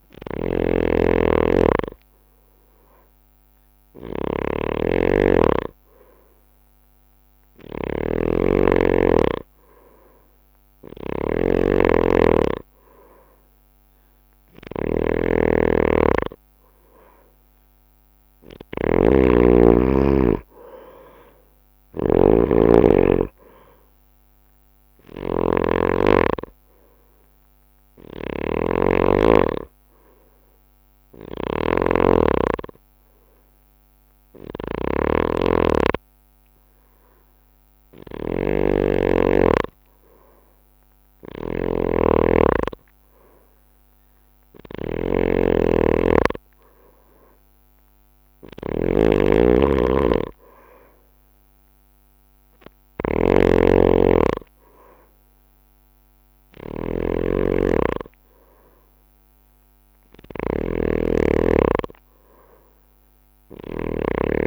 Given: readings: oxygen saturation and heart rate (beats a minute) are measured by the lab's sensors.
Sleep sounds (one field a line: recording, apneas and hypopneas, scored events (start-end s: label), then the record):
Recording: breathing in sleep by a microphone on the trachea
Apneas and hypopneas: 1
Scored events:
0.00-64.47 s: snoring (device-marked)
26.50-37.50 s: hypopnea (oxygen 94% before, 92% lowest)
40.00-44.00 s: arousal
51.50-64.47 s: oxygen desaturation (device-marked, oxygen 96% before, 92% lowest)
From the record:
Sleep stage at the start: N2 (light sleep)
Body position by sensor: on the right side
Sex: male